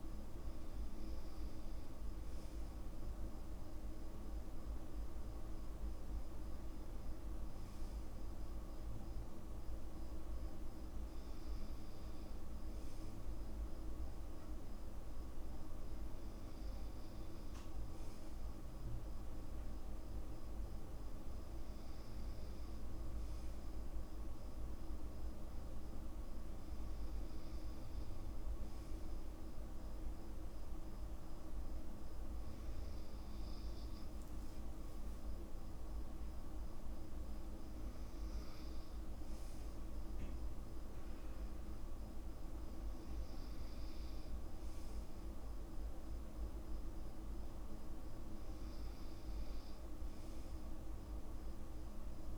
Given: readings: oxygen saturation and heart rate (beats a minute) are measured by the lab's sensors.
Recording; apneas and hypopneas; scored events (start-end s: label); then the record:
breathing in sleep, hard to hear, by a room microphone; none
none scored
From the record:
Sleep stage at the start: N2 (light sleep); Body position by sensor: on the back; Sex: male